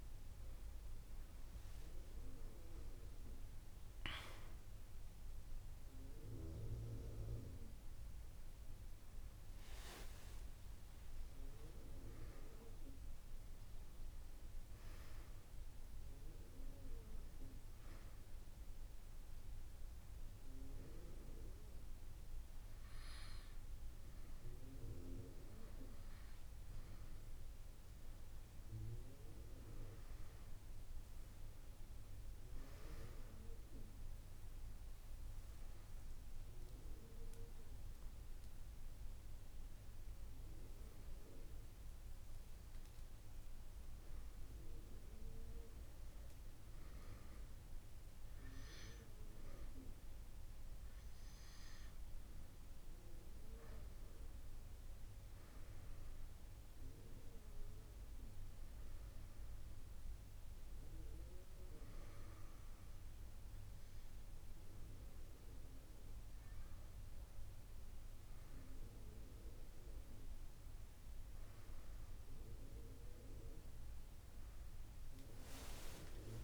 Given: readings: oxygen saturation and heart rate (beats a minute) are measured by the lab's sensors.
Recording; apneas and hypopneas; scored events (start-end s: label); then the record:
a person partly awake in a sleep study, by a room microphone; 1
0.00-1.50 s: long interval between heartbeats (device-marked, heart rate 43 extreme)
1.00-31.00 s: new sleep stage, N1 (lightest sleep)
5.00-7.00 s: long interval between heartbeats (device-marked, heart rate 53 before, 30 extreme)
10.50-12.50 s: long interval between heartbeats (device-marked, heart rate 43 before, 25 extreme)
14.00-16.00 s: long interval between heartbeats (device-marked, heart rate 38 before, 34 extreme)
18.50-29.50 s: hypopnea (oxygen 98% before, 93% lowest)
19.50-21.50 s: long interval between heartbeats (device-marked, heart rate 32 before, 28 extreme)
31.00-33.00 s: long interval between heartbeats (device-marked)
31.00-34.00 s: arousal
31.00-76.44 s: new sleep stage, N2 (light sleep)
33.00-44.00 s: oxygen desaturation (device-marked, oxygen 96% before, 93% lowest)
38.00-50.00 s: drop in pulse transit time (device-marked)
61.50-63.50 s: long interval between heartbeats (device-marked)
65.50-67.50 s: long interval between heartbeats (device-marked)
71.50-73.50 s: long interval between heartbeats (device-marked)
From the record:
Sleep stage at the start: awake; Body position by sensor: on the back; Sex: female